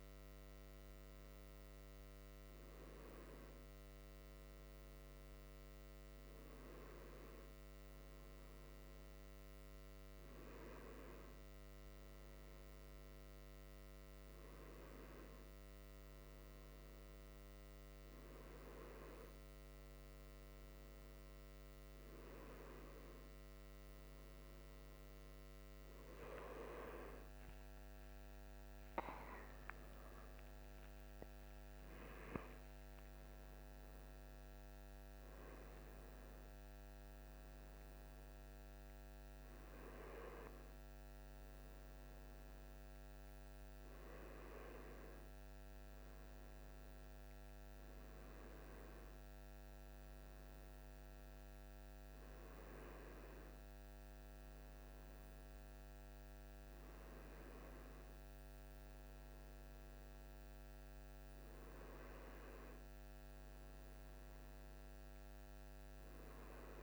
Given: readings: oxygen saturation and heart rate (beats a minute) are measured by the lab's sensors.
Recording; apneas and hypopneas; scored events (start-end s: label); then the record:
a person awake in a sleep study, by a microphone on the trachea; none
none scored
From the record:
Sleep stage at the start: awake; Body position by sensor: on the right side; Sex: male